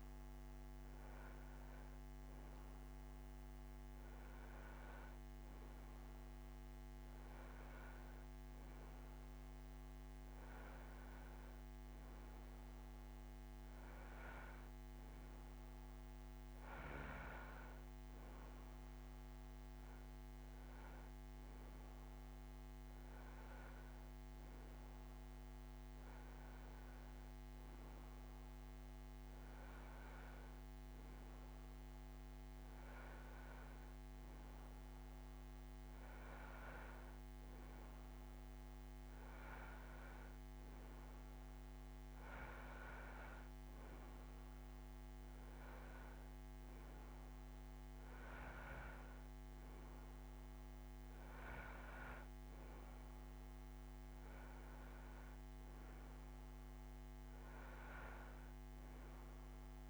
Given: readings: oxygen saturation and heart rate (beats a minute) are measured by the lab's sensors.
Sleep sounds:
breathing in sleep, hard to hear, by a microphone on the trachea; none
none scored
From the record:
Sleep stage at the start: N2 (light sleep); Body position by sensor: on the right side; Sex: male

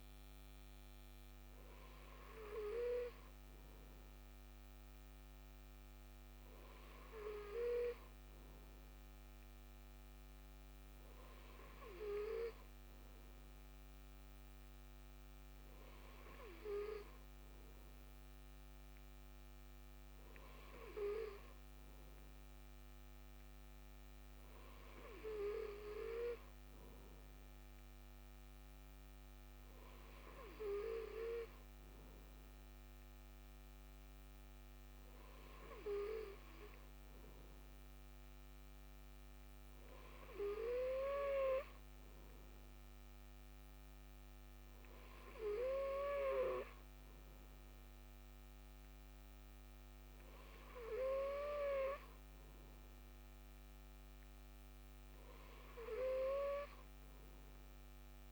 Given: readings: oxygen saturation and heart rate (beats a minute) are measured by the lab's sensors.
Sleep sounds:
breathing in sleep by a microphone on the trachea; none
none scored
From the record:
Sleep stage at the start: N2 (light sleep); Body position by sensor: on the left side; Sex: male

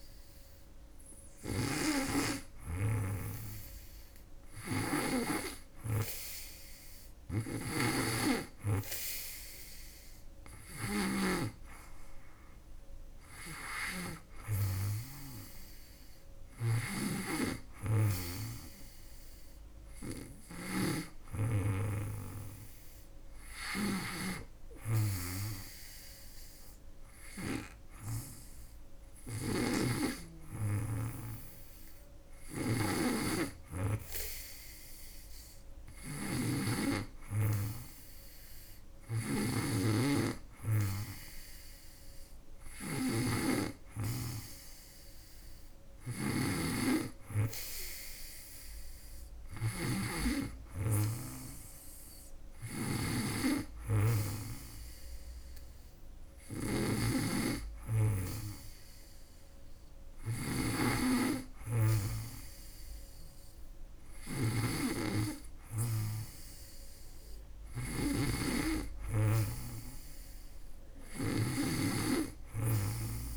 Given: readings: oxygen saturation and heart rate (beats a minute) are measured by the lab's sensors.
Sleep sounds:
breathing in sleep by a room microphone; none
0.00-11.00 s: snoring (device-marked)
13.00-73.37 s: snoring (device-marked)
From the record:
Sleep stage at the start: N2 (light sleep); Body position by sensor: on the back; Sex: female

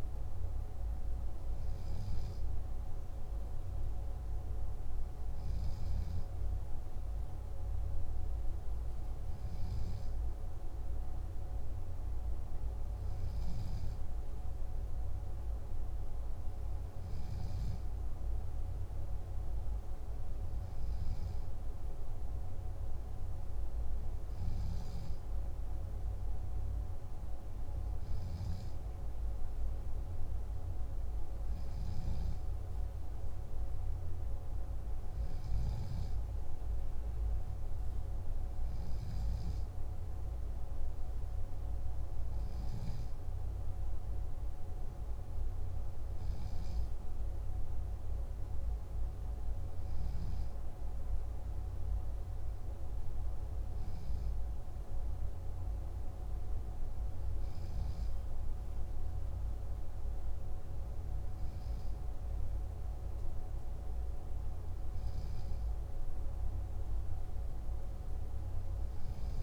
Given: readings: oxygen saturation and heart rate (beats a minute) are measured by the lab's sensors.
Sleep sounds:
breathing in sleep, hard to hear, by a room microphone; none
none scored
From the record:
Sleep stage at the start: N3 (deep sleep); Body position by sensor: on the left side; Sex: male

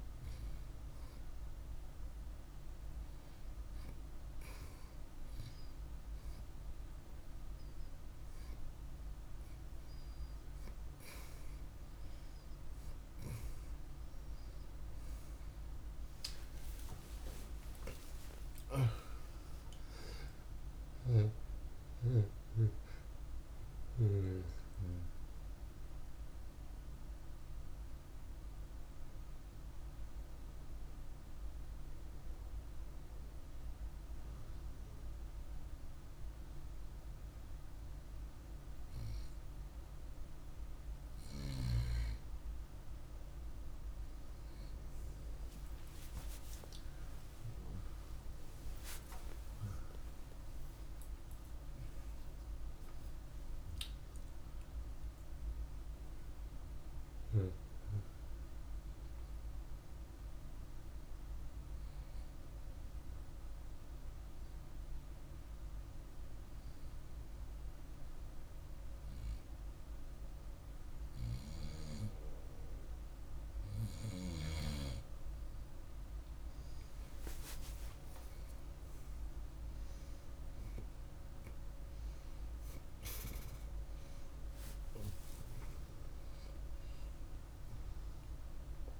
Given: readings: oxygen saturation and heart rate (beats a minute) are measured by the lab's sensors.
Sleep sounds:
a person awake in a sleep study, by a room microphone; none
76.50-89.00 s: new sleep stage, N1 (lightest sleep)
From the record:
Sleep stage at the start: awake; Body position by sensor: on the right side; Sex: male

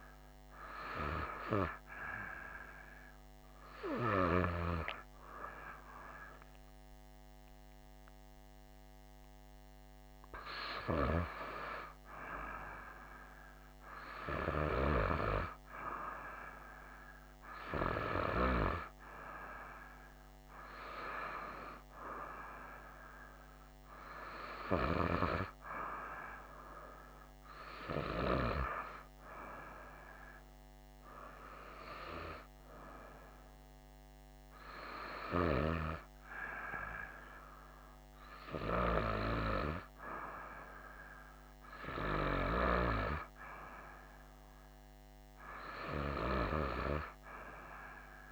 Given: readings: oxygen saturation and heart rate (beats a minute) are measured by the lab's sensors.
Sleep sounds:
breathing in sleep by a microphone on the trachea; none
none scored
From the record:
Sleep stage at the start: N2 (light sleep); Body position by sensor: on the right side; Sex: female

